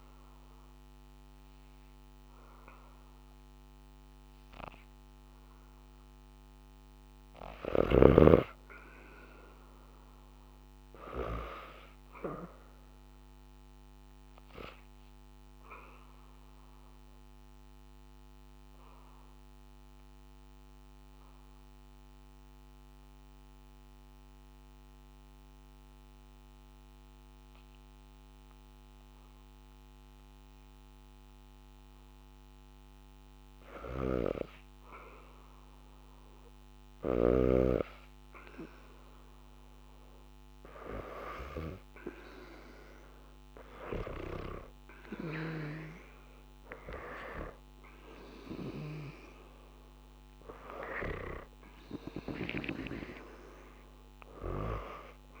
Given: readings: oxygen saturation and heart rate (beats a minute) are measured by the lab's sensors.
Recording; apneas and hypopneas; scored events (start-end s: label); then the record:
breathing in sleep by a microphone on the trachea; 1
13.50-32.00 s: obstructive apnea (oxygen 99% before, 75% lowest, heart rate 77 before, 64 extreme)
32.50-36.50 s: arousal
42.00-55.40 s: oxygen desaturation (device-marked, oxygen 95% before, 75% lowest, heart rate 68 before, 73 extreme)
From the record:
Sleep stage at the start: N2 (light sleep); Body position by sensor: on the back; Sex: female